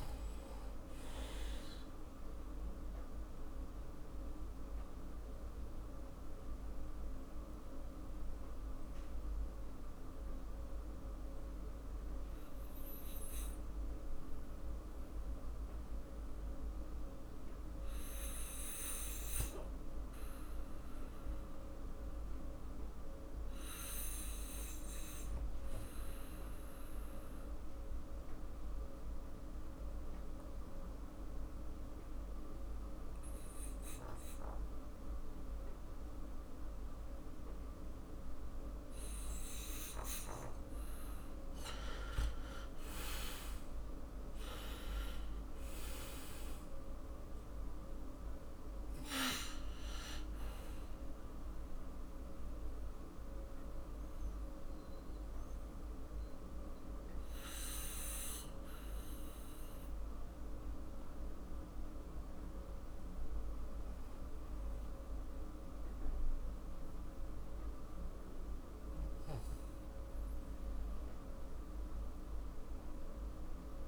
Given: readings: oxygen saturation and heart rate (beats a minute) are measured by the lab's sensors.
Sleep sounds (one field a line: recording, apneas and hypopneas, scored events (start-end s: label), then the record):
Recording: breathing in sleep, hard to hear, by a room microphone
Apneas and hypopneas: 2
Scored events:
0.00-7.00 s: oxygen desaturation (device-marked, oxygen 91% lowest, heart rate 43 extreme)
4.00-40.50 s: mixed apnea (oxygen 97% before, 77% lowest, heart rate 53 before, 47 extreme, up 17 after)
16.00-34.00 s: oxygen desaturation (device-marked, oxygen 92% before, 77% lowest, heart rate 55 before, 47 extreme)
42.00-46.00 s: arousal
51.00-63.00 s: mixed apnea (oxygen 98% before, 86% lowest, heart rate 53 before, 47 extreme, up 9 after)
64.00-73.88 s: oxygen desaturation (device-marked, oxygen 96% before, 86% lowest, heart rate 55 before, 47 extreme)
64.50-68.00 s: arousal
From the record:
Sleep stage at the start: N2 (light sleep)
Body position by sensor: on the back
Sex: male